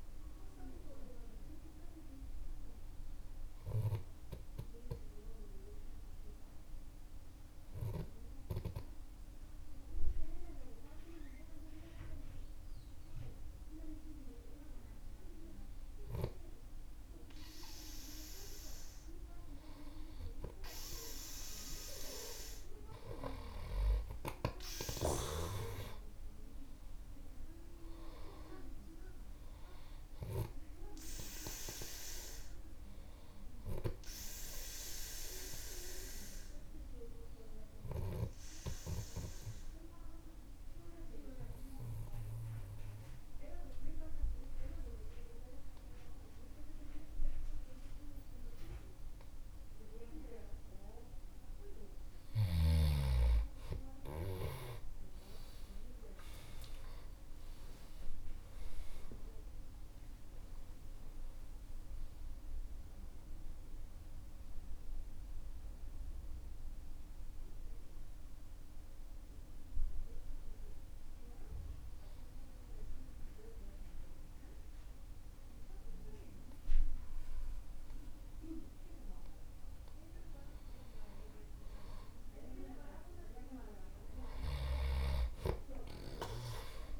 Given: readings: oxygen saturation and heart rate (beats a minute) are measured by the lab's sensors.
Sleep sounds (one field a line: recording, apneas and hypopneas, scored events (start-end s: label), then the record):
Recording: breathing in sleep by a room microphone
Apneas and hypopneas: 3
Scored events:
4.50-17.50 s: obstructive apnea (oxygen 97% before, 94% lowest, heart rate 56 before, 49 extreme, up 10 after)
23.00-27.00 s: arousal
36.00-52.00 s: obstructive apnea (oxygen 99% before, 94% lowest, heart rate 57 before, 49 extreme, up 38 after)
50.00-58.00 s: oxygen desaturation (device-marked, oxygen 98% before, 95% lowest, heart rate 53 before, 49 extreme)
54.00-59.00 s: arousal
68.50-80.00 s: obstructive apnea (oxygen 98% before, 94% lowest, heart rate 81 before, 48 extreme, up 27 after)
83.00-87.00 s: oxygen desaturation (device-marked, oxygen 98% before, 94% lowest, heart rate 66 before, 48 extreme)
From the record:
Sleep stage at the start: N2 (light sleep)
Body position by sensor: on the back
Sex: male